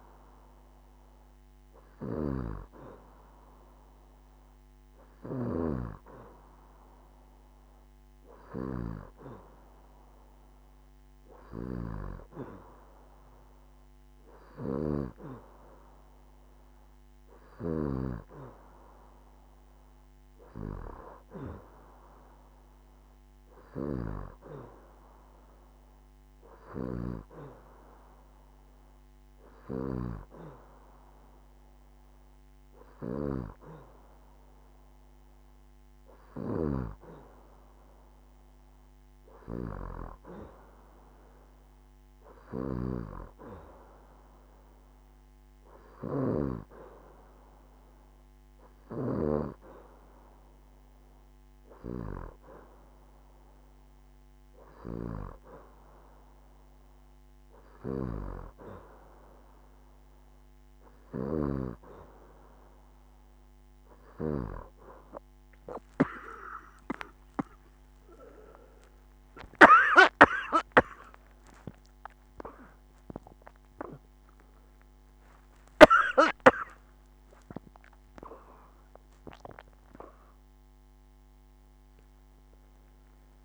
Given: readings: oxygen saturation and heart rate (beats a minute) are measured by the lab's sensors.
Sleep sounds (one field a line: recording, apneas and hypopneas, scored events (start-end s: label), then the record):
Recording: a person partly awake in a sleep study, by a microphone on the trachea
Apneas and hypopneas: none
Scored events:
57.50-83.45 s: new sleep stage, awake
69.50-71.50 s: long interval between heartbeats (device-marked, heart rate 74 before, 87 extreme)
From the record:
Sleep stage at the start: N2 (light sleep)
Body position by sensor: on the back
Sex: female